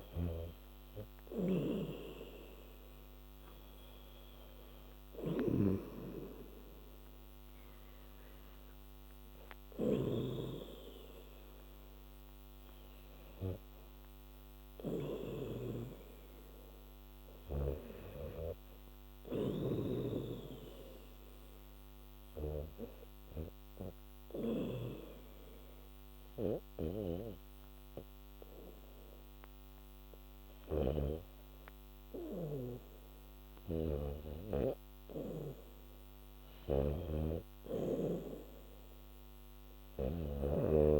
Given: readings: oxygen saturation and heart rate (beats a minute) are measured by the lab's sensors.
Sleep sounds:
breathing in sleep by a microphone on the trachea; 1
0.00-10.00 s: snoring (device-marked)
0.00-17.00 s: oxygen desaturation (device-marked, oxygen 89% lowest, heart rate 68 extreme)
19.50-41.00 s: snoring (device-marked)
22.00-35.50 s: hypopnea (oxygen 96% before, 91% lowest, heart rate 79 before, 68 extreme, up 0 after)
38.00-41.00 s: arousal
From the record:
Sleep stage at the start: REM sleep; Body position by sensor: on the back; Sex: female

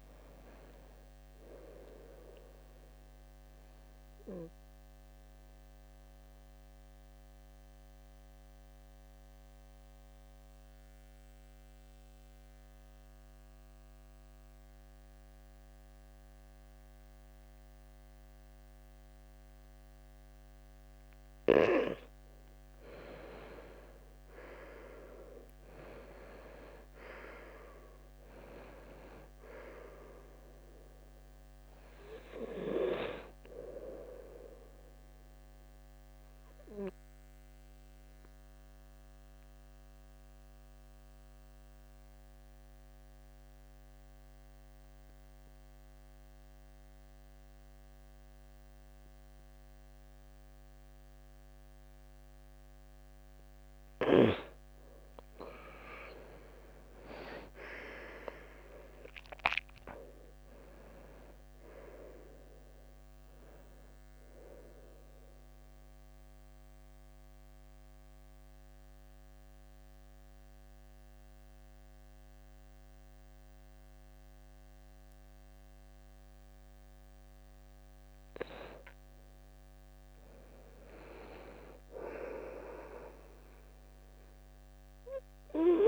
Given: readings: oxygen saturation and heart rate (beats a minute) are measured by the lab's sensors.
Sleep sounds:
breathing in sleep by a microphone on the trachea; 3
3.00-22.00 s: mixed apnea (oxygen 98% before, 91% lowest, heart rate 72 before, 66 extreme, up 6 after)
24.00-27.50 s: arousal
34.50-54.00 s: mixed apnea (oxygen 97% before, 91% lowest, heart rate 71 before, 66 extreme, up 8 after)
39.50-55.50 s: oxygen desaturation (device-marked, oxygen 95% before, 91% lowest, heart rate 71 before, 66 extreme)
56.00-60.00 s: arousal
65.50-78.50 s: central apnea (oxygen 98% before, 91% lowest, heart rate 71 before, 63 extreme, up 5 after)
80.50-85.88 s: oxygen desaturation (device-marked, oxygen 95% before, 92% lowest, heart rate 70 before, 63 extreme)
82.00-85.88 s: arousal
From the record:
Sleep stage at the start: N2 (light sleep); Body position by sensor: on the back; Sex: male

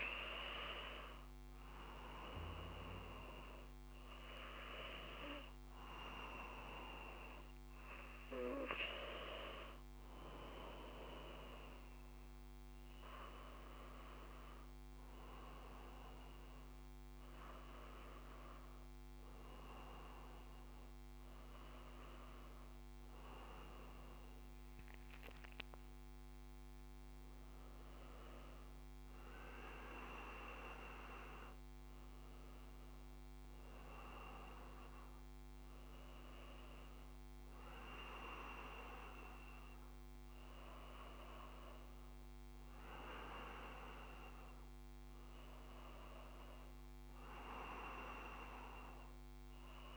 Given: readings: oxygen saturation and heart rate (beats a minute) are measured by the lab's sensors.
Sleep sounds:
breathing in sleep by a microphone on the trachea; none
46.50-49.97 s: arousal
From the record:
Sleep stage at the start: N2 (light sleep); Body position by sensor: on the back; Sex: male

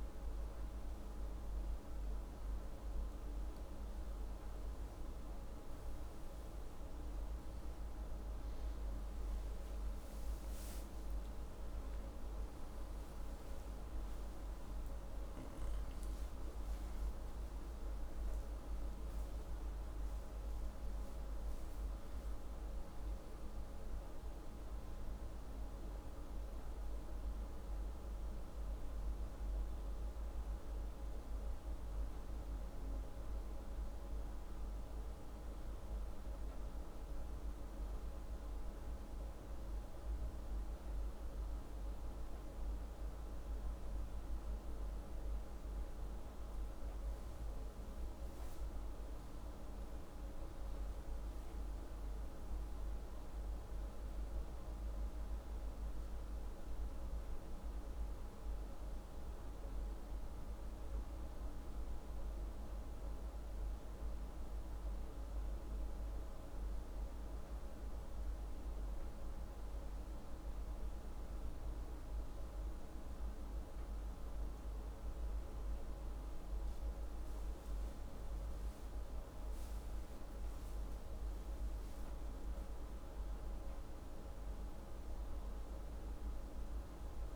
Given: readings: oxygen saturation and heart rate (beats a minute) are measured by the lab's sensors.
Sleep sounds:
a person partly awake in a sleep study, hard to hear, by a room microphone; 1
10.50-87.36 s: new sleep stage, N1 (lightest sleep)
36.50-46.50 s: hypopnea (oxygen 96% before, 93% lowest, heart rate 82 before, 76 extreme, up 5 after)
49.00-53.50 s: arousal
56.50-72.50 s: oxygen desaturation (device-marked, oxygen 96% before, 93% lowest, heart rate 78 before, 78 extreme)
From the record:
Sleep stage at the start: awake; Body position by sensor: upright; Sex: male

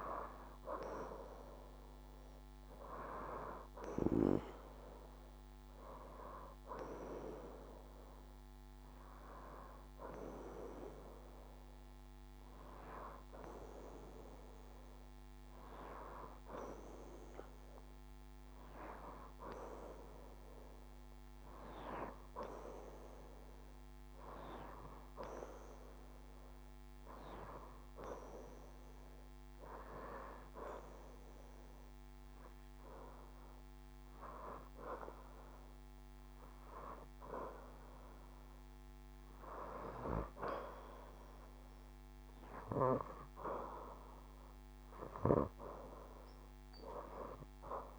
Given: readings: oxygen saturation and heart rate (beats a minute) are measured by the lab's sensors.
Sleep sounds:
breathing in sleep by a microphone on the trachea; none
15.00-23.00 s: oxygen desaturation (device-marked, oxygen 90% before, 87% lowest, heart rate 72 before, 71 extreme)
41.00-47.98 s: new sleep stage, awake
From the record:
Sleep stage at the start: N2 (light sleep); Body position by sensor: on the left side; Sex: female

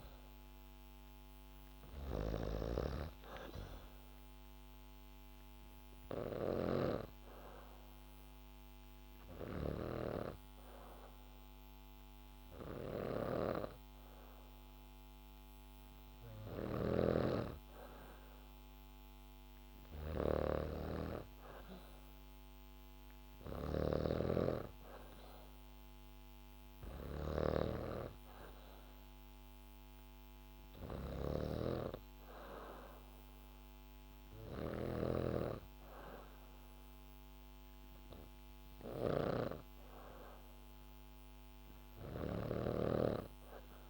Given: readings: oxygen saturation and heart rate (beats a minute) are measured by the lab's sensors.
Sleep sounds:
breathing in sleep by a microphone on the trachea; 1
0.00-43.89 s: snoring (device-marked)
5.50-17.00 s: hypopnea (oxygen 93% before, 91% lowest, heart rate 75 before, 71 extreme, up 5 after)
From the record:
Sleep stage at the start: N3 (deep sleep); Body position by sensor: on the back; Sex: female

